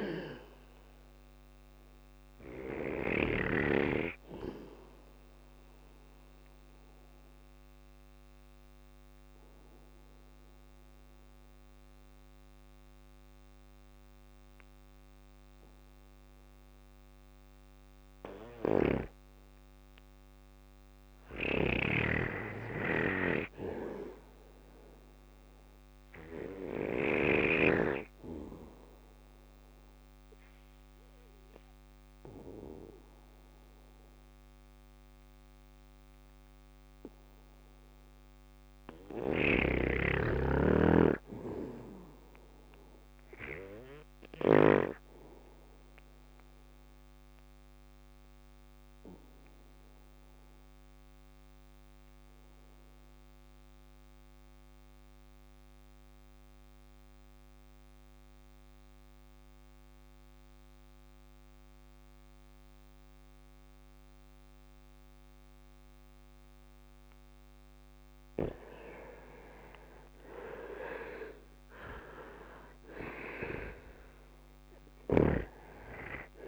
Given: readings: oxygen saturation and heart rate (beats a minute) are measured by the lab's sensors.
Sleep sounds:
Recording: breathing in sleep by a microphone on the trachea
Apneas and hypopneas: 3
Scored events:
6.00-15.00 s: bradycardia (device-marked, heart rate 62 before, 57 extreme)
6.00-16.50 s: obstructive apnea (oxygen 99% before, 92% lowest, heart rate 61 before, 57 extreme, up 6 after)
17.00-20.50 s: arousal
20.00-26.50 s: snoring (device-marked)
24.00-40.00 s: oxygen desaturation (device-marked, oxygen 98% before, 94% lowest, heart rate 60 before, 57 extreme)
29.00-39.00 s: obstructive apnea (oxygen 98% before, 86% lowest, heart rate 60 before, 57 extreme, up 3 after)
41.50-45.50 s: arousal
43.00-61.00 s: drop in pulse transit time (device-marked, heart rate 63 before, 57 extreme)
48.00-68.00 s: obstructive apnea (oxygen 98% before, 86% lowest, heart rate 64 before, 55 extreme, up 9 after)
49.00-68.00 s: bradycardia (device-marked, heart rate 62 before, 55 extreme)
70.00-73.50 s: arousal
71.00-76.47 s: oxygen desaturation (device-marked, oxygen 96% before, 86% lowest, heart rate 57 before, 57 extreme)
73.00-76.47 s: drop in pulse transit time (device-marked, heart rate 57 before, 58 extreme)
73.50-76.47 s: snoring (device-marked)
From the record:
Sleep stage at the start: N2 (light sleep)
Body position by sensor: on the back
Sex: male

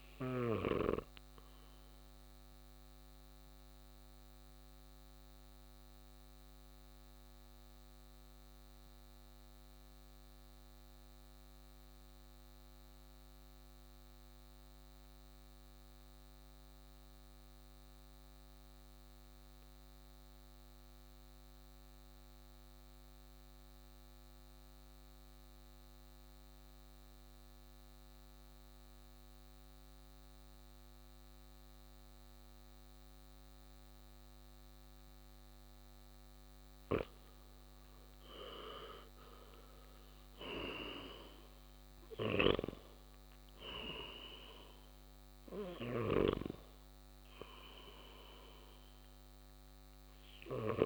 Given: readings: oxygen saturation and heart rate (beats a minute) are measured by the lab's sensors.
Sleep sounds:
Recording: breathing in sleep by a microphone on the trachea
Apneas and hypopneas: 1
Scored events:
0.00-13.00 s: oxygen desaturation (device-marked, oxygen 87% lowest, heart rate 56 extreme)
1.50-36.50 s: mixed apnea (oxygen 96% before, 87% lowest, heart rate 63 before, 56 extreme, up 8 after)
30.00-50.86 s: oxygen desaturation (device-marked, oxygen 99% before, 89% lowest, heart rate 58 before, 56 extreme)
39.00-43.00 s: arousal
42.50-50.86 s: snoring (device-marked)
From the record:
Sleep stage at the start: N2 (light sleep)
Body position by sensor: on the right side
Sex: male

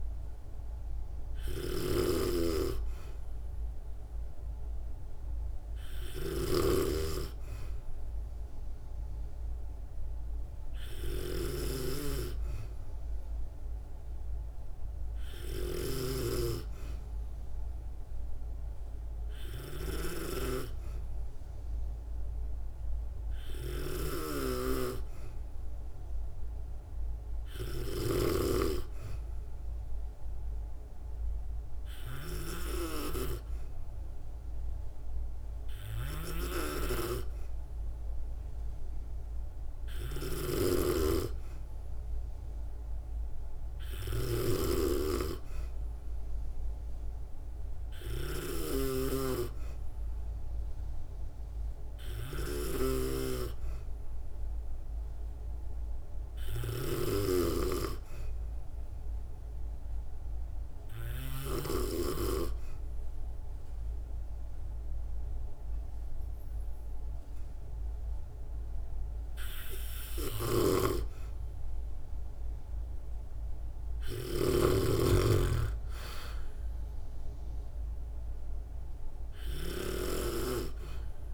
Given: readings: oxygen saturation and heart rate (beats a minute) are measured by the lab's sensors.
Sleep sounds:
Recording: breathing in sleep by a room microphone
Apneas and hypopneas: none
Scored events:
0.00-61.50 s: snoring (device-marked)
70.00-81.34 s: snoring (device-marked)
From the record:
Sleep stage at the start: N2 (light sleep)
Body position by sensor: on the back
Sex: female

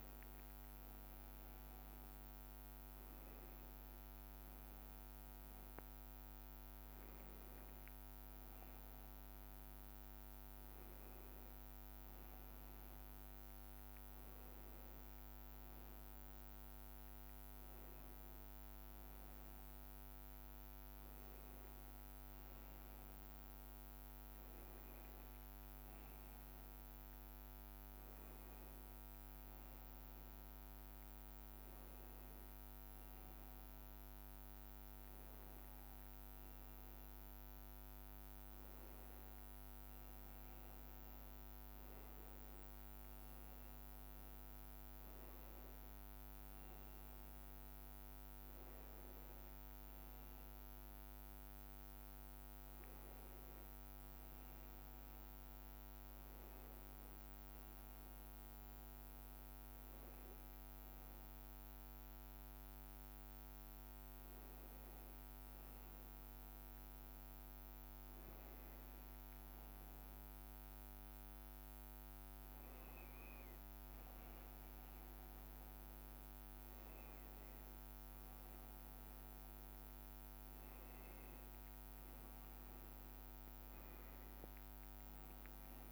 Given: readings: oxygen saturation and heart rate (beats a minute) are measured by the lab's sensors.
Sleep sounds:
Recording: breathing in sleep, hard to hear, by a microphone on the trachea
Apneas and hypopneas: none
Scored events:
2.50-7.50 s: arousal
4.50-6.50 s: long interval between heartbeats (device-marked, heart rate 100 before, 100 extreme)
17.00-19.00 s: long interval between heartbeats (device-marked, heart rate 100 before, 100 extreme)
41.00-43.00 s: long interval between heartbeats (device-marked, heart rate 102 before, 99 extreme)
47.50-49.50 s: long interval between heartbeats (device-marked, heart rate 100 before, 106 extreme)
56.00-58.00 s: long interval between heartbeats (device-marked, heart rate 109 before, 110 extreme)
59.00-61.00 s: long interval between heartbeats (device-marked, heart rate 110 before, 120 extreme)
61.00-63.00 s: long interval between heartbeats (device-marked, heart rate 113 before, 139 extreme)
From the record:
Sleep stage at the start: N2 (light sleep)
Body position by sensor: upright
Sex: male

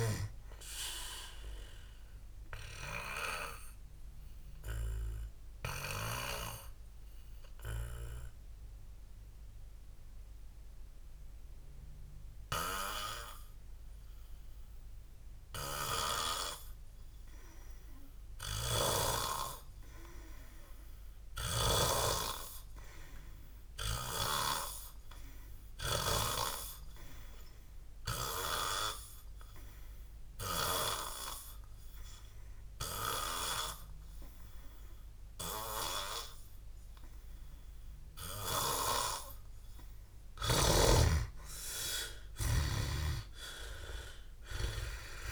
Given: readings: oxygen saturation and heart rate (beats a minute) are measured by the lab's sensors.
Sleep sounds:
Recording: breathing in sleep by a room microphone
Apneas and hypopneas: 2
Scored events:
0.00-19.00 s: oxygen desaturation (device-marked, oxygen 88% lowest, heart rate 58 extreme)
3.00-18.00 s: obstructive apnea (oxygen 99% before, 88% lowest, heart rate 71 before, 58 extreme, up 10 after)
20.00-23.50 s: arousal
21.00-45.32 s: oxygen desaturation (device-marked, oxygen 100% before, 88% lowest, heart rate 63 before, 59 extreme)
26.50-40.50 s: obstructive apnea (oxygen 100% before, 88% lowest, heart rate 63 before, 61 extreme, up 23 after)
43.00-45.32 s: arousal
From the record:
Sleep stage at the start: N2 (light sleep)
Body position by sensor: on the back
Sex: male

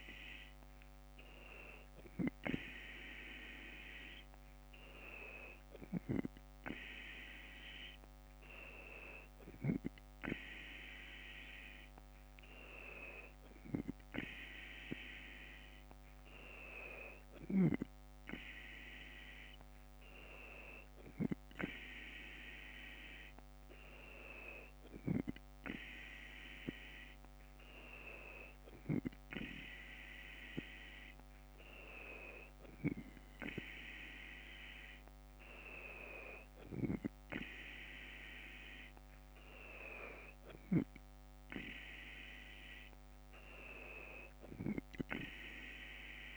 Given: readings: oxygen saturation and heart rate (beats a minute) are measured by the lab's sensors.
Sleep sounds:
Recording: breathing in sleep by a microphone on the trachea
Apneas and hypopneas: none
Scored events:
none scored
From the record:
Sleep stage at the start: N2 (light sleep)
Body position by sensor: on the left side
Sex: female

